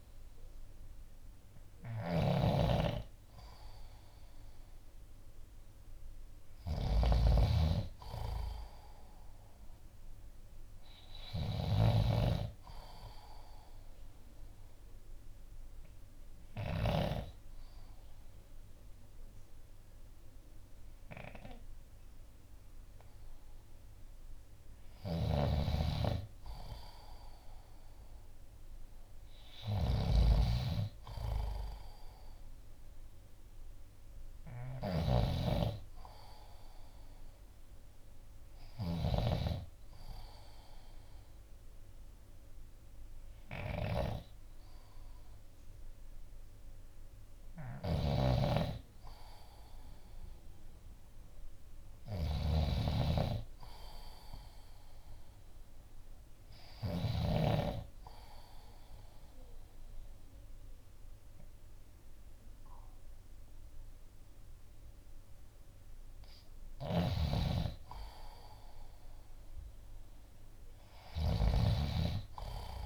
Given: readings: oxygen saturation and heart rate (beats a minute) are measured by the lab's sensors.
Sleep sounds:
breathing in sleep by a room microphone; 2
0.00-17.00 s: snoring (device-marked)
13.50-25.50 s: obstructive apnea (oxygen 94% before, 91% lowest, heart rate 60 before, 57 extreme, up 1 after)
24.50-57.00 s: snoring (device-marked)
27.50-31.00 s: arousal
37.50-52.50 s: oxygen desaturation (device-marked, oxygen 95% before, 91% lowest, heart rate 58 before, 56 extreme)
58.00-68.00 s: obstructive apnea (oxygen 95% before, 91% lowest, heart rate 60 before, 56 extreme, up 5 after)
66.50-72.86 s: snoring (device-marked)
71.00-72.86 s: arousal
From the record:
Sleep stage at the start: N2 (light sleep); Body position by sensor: on the left side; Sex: male

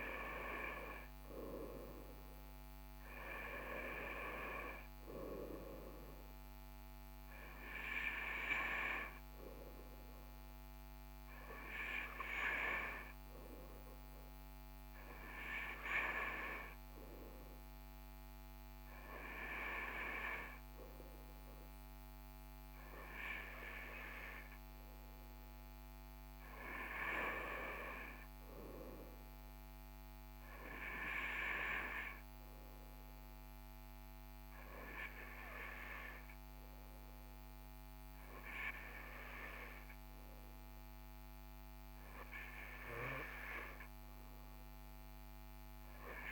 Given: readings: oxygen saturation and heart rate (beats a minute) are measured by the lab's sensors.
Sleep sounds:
breathing in sleep by a microphone on the trachea; none
none scored
From the record:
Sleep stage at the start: N2 (light sleep); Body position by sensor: on the right side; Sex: male

